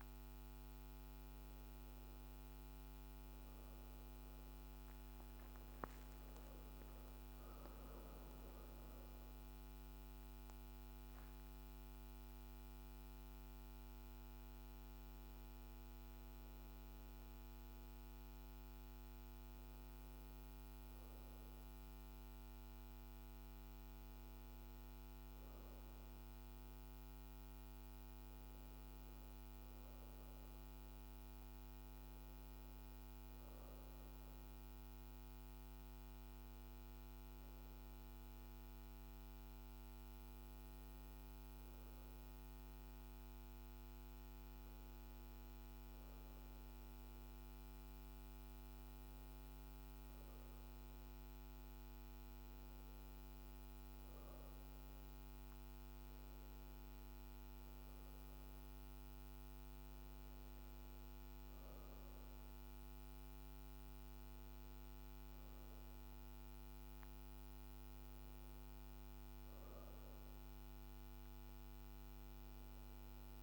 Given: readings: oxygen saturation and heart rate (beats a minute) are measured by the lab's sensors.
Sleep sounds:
breathing in sleep, hard to hear, by a microphone on the trachea; none
none scored
From the record:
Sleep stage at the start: N1 (lightest sleep); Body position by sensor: on the back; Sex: female

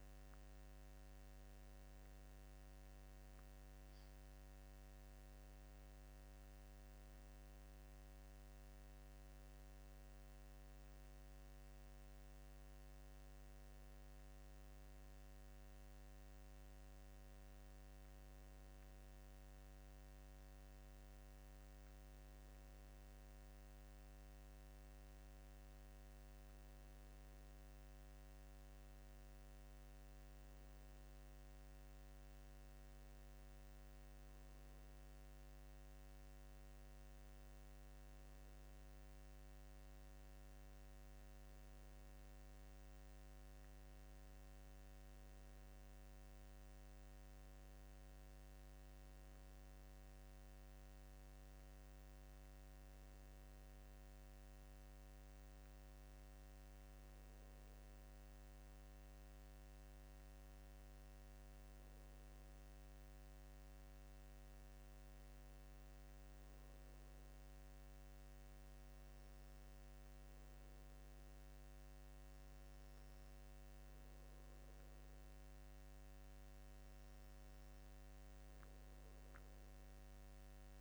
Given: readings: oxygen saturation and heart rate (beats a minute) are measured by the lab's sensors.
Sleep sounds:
breathing in sleep, hard to hear, by a microphone on the trachea; none
none scored
From the record:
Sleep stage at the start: N2 (light sleep); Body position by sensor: on the back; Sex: male

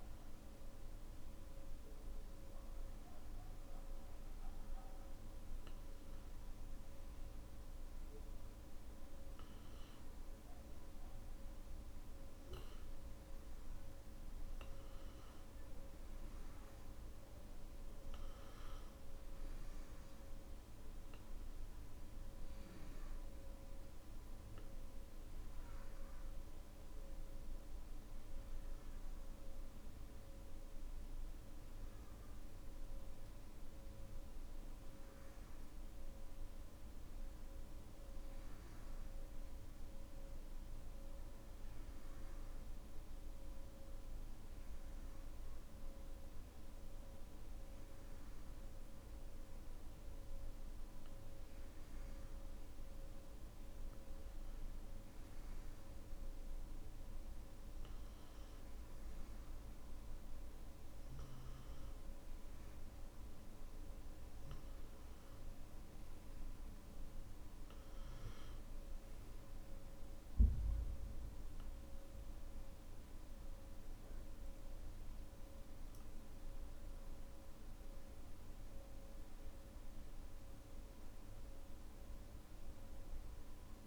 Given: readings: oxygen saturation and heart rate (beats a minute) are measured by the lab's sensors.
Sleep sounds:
breathing in sleep, hard to hear, by a room microphone; none
none scored
From the record:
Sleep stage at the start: N3 (deep sleep); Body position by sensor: on the back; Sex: male

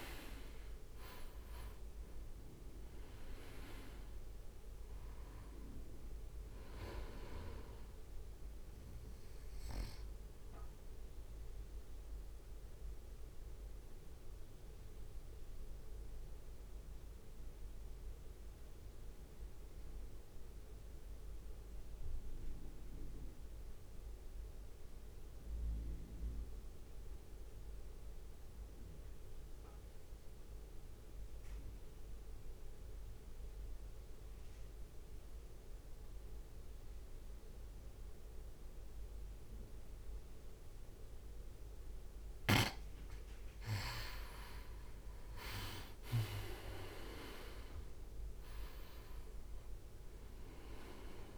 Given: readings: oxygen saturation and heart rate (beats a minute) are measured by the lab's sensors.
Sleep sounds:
breathing in sleep by a room microphone; 1
0.00-4.00 s: arousal
0.00-9.50 s: oxygen desaturation (device-marked, oxygen 89% lowest, heart rate 53 extreme)
3.50-14.50 s: drop in pulse transit time (device-marked, heart rate 64 before, 53 extreme)
10.00-42.50 s: mixed apnea (oxygen 98% before, 87% lowest, heart rate 61 before, 54 extreme, up 3 after)
11.50-28.50 s: oxygen desaturation (device-marked, oxygen 92% before, 88% lowest, heart rate 60 before, 55 extreme)
42.50-51.38 s: oxygen desaturation (device-marked, oxygen 97% before, 87% lowest, heart rate 63 before, 54 extreme)
46.00-51.38 s: arousal
49.50-51.38 s: drop in pulse transit time (device-marked, heart rate 62 before, 54 extreme)
From the record:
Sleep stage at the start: N2 (light sleep); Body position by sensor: on the right side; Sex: male

